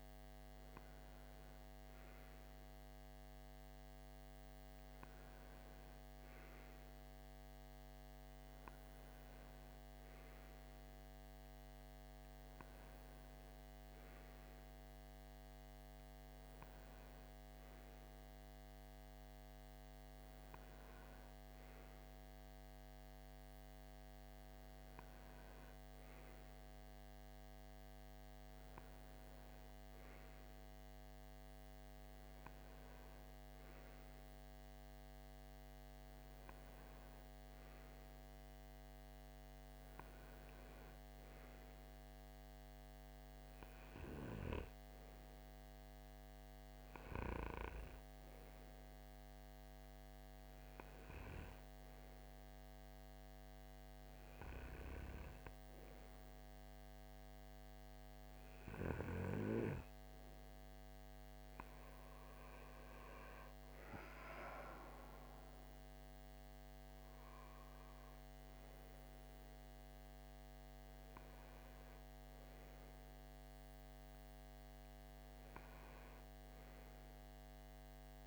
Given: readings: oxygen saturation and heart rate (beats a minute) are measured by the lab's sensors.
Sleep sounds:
breathing in sleep, hard to hear, by a microphone on the trachea; none
none scored
From the record:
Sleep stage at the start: N2 (light sleep); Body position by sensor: on the right side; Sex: male

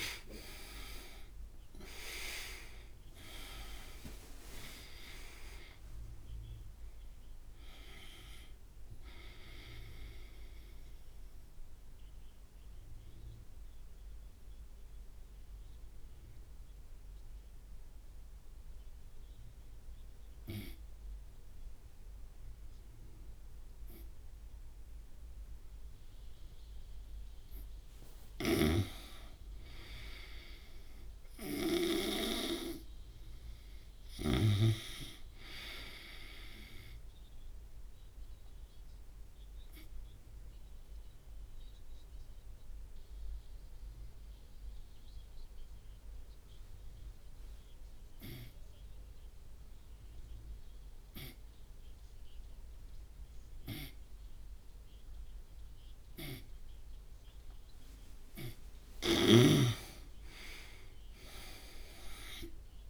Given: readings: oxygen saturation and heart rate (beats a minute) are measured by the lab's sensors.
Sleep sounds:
breathing in sleep by a room microphone; 2
0.00-3.00 s: arousal
11.50-27.50 s: obstructive apnea (oxygen 100% before, 91% lowest)
25.50-34.50 s: oxygen desaturation (device-marked, oxygen 96% before, 92% lowest)
28.50-35.00 s: snoring (device-marked)
30.50-35.50 s: arousal
40.00-57.00 s: obstructive apnea (oxygen 99% before, 89% lowest)
49.50-60.50 s: oxygen desaturation (device-marked, oxygen 98% before, 94% lowest)
59.00-62.90 s: arousal
59.00-62.90 s: snoring (device-marked)
From the record:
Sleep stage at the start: N2 (light sleep); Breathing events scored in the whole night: 295 in 3.7 hours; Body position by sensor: on the right side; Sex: male

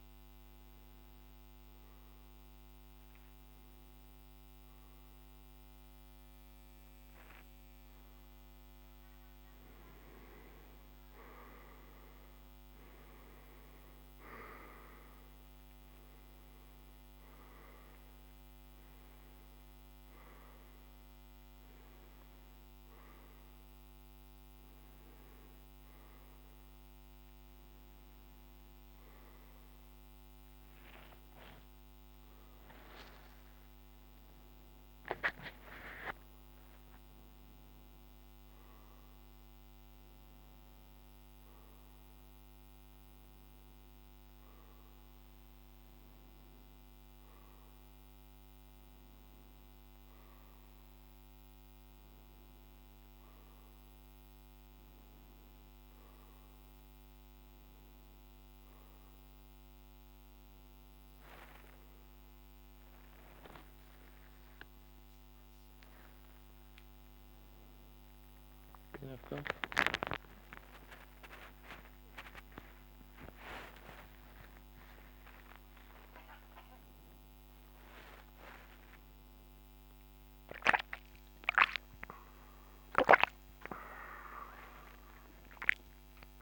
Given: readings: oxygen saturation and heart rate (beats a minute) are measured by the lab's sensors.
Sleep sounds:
a person awake in a sleep study, by a microphone on the trachea; none
79.00-81.00 s: long interval between heartbeats (device-marked, heart rate 86 before, 133 extreme)
81.00-83.00 s: long interval between heartbeats (device-marked, heart rate 92 before, 178 extreme)
83.50-85.50 s: long interval between heartbeats (device-marked, heart rate 102 before, 200 extreme)
From the record:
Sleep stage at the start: awake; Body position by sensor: upright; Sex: male

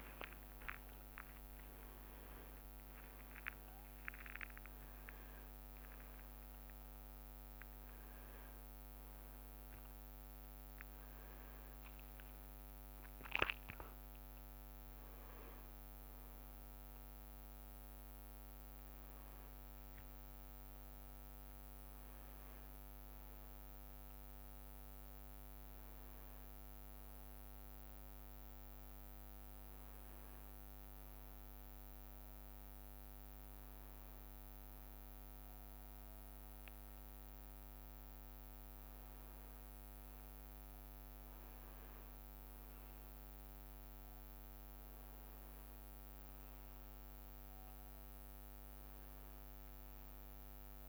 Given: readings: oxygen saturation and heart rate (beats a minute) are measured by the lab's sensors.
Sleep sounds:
breathing in sleep, hard to hear, by a microphone on the trachea; none
0.00-1.00 s: leg movement (device-marked)
0.00-5.00 s: arousal
2.00-7.50 s: leg movement (device-marked)
21.00-23.00 s: leg movement (device-marked)
28.50-33.50 s: leg movement (device-marked)
39.00-44.00 s: arousal
40.00-45.00 s: leg movement (device-marked)
49.00-50.89 s: leg movement (device-marked)
From the record:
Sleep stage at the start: N1 (lightest sleep); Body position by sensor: on the back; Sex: male

